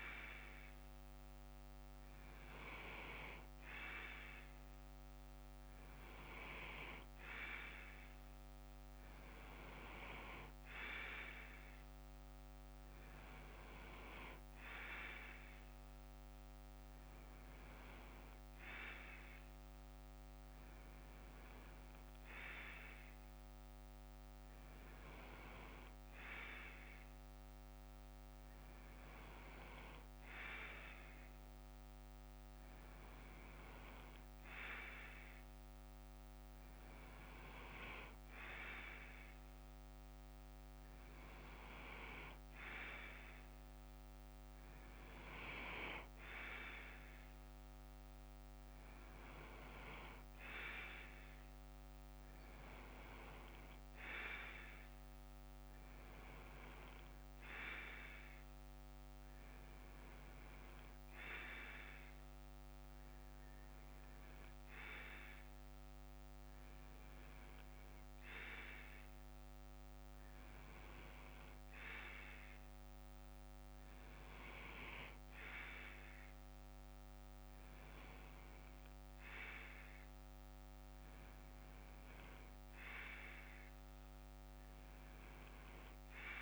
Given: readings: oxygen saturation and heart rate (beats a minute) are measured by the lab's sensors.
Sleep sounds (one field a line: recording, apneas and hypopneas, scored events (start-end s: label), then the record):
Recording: breathing in sleep by a microphone on the trachea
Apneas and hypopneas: none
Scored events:
21.50-28.50 s: bradycardia (device-marked, heart rate 61 before, 58 extreme)
77.50-86.42 s: bradycardia (device-marked, heart rate 61 before, 57 extreme)
From the record:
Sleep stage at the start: N2 (light sleep)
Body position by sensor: on the left side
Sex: male